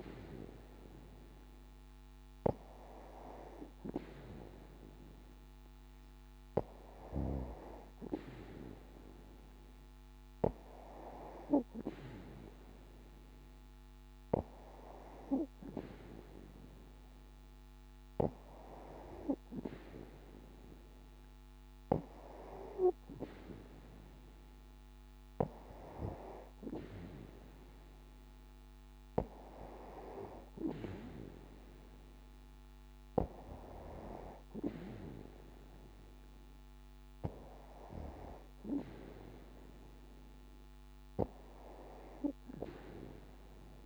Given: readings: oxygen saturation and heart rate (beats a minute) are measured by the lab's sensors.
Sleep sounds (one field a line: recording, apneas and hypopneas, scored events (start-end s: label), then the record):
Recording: breathing in sleep by a microphone on the trachea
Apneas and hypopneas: none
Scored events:
none scored
From the record:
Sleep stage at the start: N2 (light sleep)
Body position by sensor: on the back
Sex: female